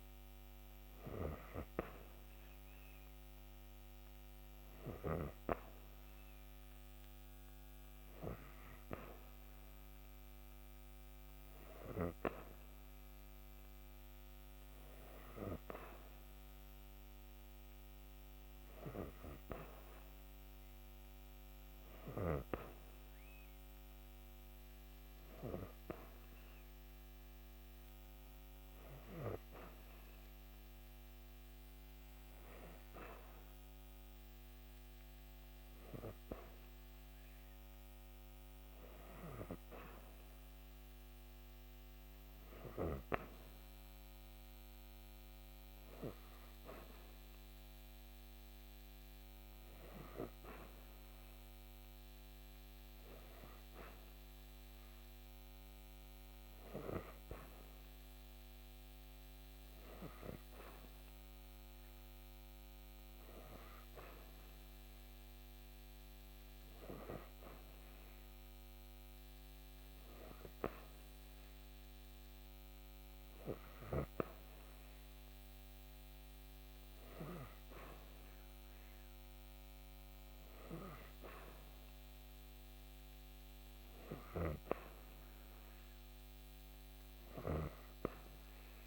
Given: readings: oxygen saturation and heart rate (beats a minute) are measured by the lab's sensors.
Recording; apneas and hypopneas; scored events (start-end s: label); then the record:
breathing in sleep by a microphone on the trachea; none
none scored
From the record:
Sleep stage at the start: N3 (deep sleep); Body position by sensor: on the back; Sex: female